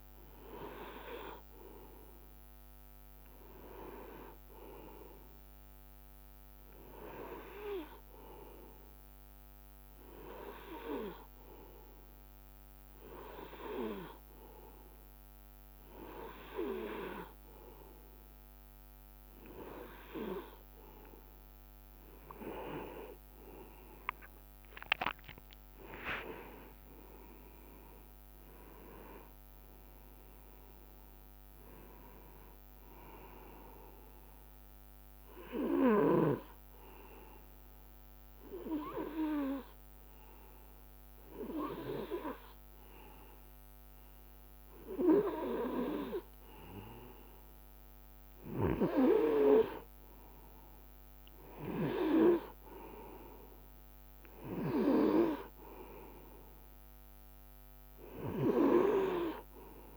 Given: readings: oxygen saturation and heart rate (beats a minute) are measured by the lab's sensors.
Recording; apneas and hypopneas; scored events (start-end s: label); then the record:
breathing in sleep by a microphone on the trachea; 1
23.50-29.50 s: tachycardia (device-marked, heart rate 66 before, 117 extreme)
25.00-29.50 s: arousal
26.50-28.50 s: long interval between heartbeats (device-marked, heart rate 69 before, 104 extreme)
28.50-30.50 s: long interval between heartbeats (device-marked, heart rate 73 before, 117 extreme)
35.50-49.00 s: obstructive apnea (oxygen 98% before, 96% lowest, heart rate 84 before, 62 extreme, up 2 after)
53.00-57.50 s: arousal
From the record:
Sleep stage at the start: N2 (light sleep); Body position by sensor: on the right side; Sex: male